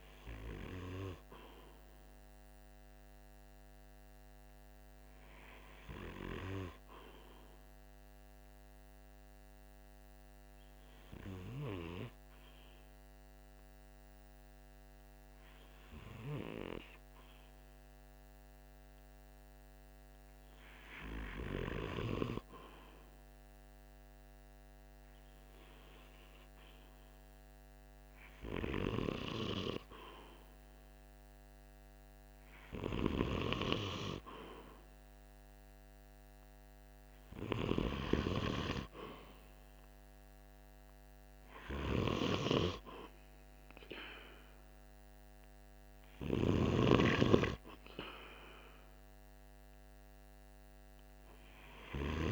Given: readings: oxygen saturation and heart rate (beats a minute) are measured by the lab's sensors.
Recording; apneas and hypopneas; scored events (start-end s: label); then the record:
breathing in sleep by a microphone on the trachea; 1
5.50-19.50 s: obstructive apnea (oxygen 95% before, 95% lowest, heart rate 46 before, 46 extreme, up 1 after)
22.50-27.00 s: arousal
From the record:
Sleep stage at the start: N2 (light sleep); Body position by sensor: on the right side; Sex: male